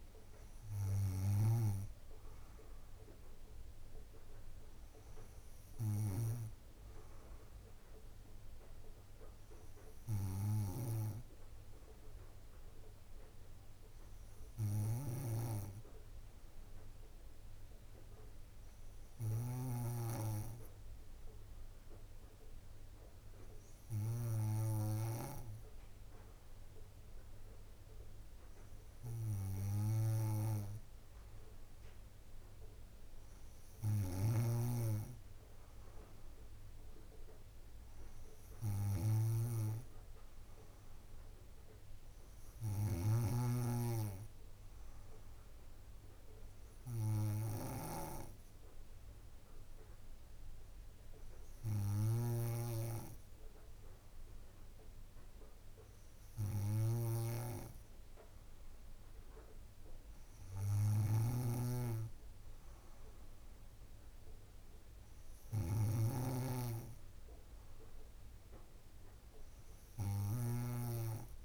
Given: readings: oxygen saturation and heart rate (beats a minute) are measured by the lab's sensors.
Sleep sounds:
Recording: breathing in sleep by a room microphone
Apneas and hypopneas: 1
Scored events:
0.00-6.50 s: oxygen desaturation (device-marked, oxygen 94% lowest, heart rate 57 extreme)
10.00-27.50 s: hypopnea (oxygen 98% before, 94% lowest, heart rate 63 before, 54 extreme, up 2 after)
30.50-34.00 s: arousal
61.00-71.45 s: snoring (device-marked)
From the record:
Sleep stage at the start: N2 (light sleep)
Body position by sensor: on the back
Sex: female

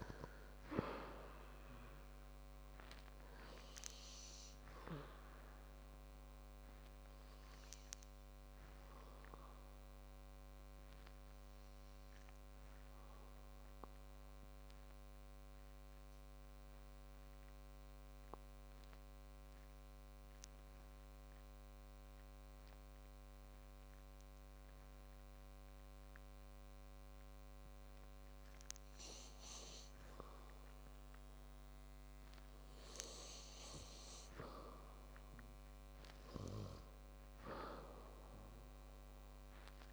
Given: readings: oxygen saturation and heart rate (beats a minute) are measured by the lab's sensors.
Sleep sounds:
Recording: breathing in sleep by a microphone on the trachea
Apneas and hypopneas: 1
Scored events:
15.00-31.50 s: obstructive apnea (oxygen 99% before, 94% lowest, heart rate 68 before, 45 extreme, up 18 after)
22.50-32.50 s: oxygen desaturation (device-marked, oxygen 98% before, 94% lowest, heart rate 60 before, 45 extreme)
34.00-37.50 s: arousal
From the record:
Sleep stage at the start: REM sleep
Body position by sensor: on the back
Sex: male

